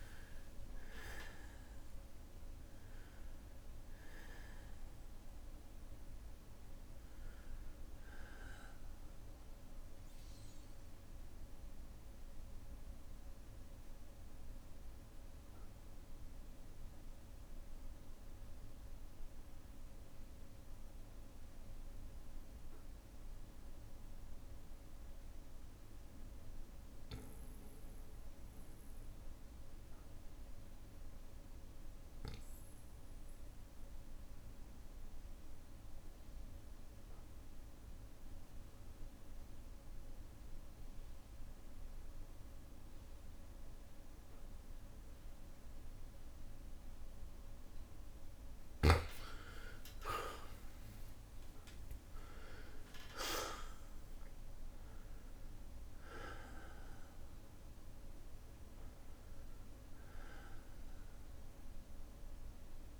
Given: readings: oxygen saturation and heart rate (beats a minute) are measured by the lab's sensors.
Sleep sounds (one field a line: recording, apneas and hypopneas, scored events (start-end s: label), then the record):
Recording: breathing in sleep by a room microphone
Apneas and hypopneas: 1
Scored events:
0.00-1.00 s: long interval between heartbeats (device-marked, heart rate 61 extreme)
0.00-1.50 s: arousal
0.00-4.50 s: bradycardia (device-marked, heart rate 53 extreme)
0.00-23.50 s: oxygen desaturation (device-marked, oxygen 92% lowest, heart rate 53 extreme)
8.50-32.50 s: bradycardia (device-marked, heart rate 64 before, 56 extreme)
12.00-47.00 s: obstructive apnea (oxygen 98% before, 88% lowest, heart rate 58 before, 56 extreme, up 5 after)
37.50-63.00 s: oxygen desaturation (device-marked, oxygen 99% before, 88% lowest, heart rate 57 before, 56 extreme)
38.50-45.50 s: bradycardia (device-marked, heart rate 64 before, 59 extreme)
49.00-53.00 s: arousal
From the record:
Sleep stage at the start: N2 (light sleep)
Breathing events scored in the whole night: 319 in 3.9 hours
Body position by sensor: on the back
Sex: male